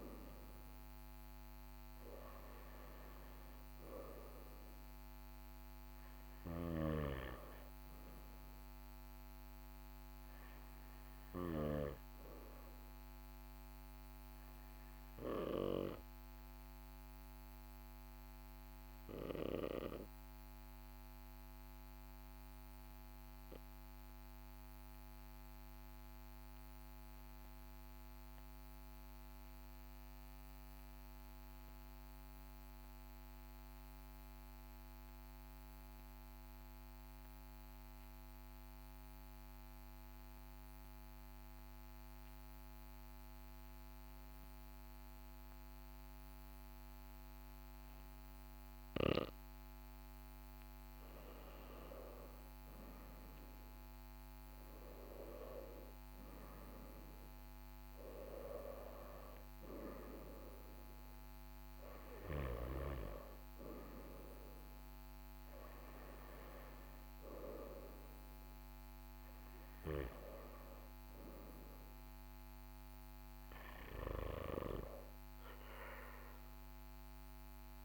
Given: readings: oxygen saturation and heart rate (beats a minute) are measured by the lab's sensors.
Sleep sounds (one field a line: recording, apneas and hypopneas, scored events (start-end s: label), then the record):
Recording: breathing in sleep by a microphone on the trachea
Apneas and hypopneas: 1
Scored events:
0.00-19.00 s: oxygen desaturation (device-marked, oxygen 93% lowest, heart rate 42 extreme)
23.00-49.50 s: obstructive apnea (oxygen 98% before, 90% lowest, heart rate 42 before, 42 extreme, up 3 after)
48.00-77.85 s: oxygen desaturation (device-marked, oxygen 98% before, 90% lowest, heart rate 42 before, 42 extreme)
51.00-54.50 s: arousal
From the record:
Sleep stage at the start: N2 (light sleep)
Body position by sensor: on the right side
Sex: male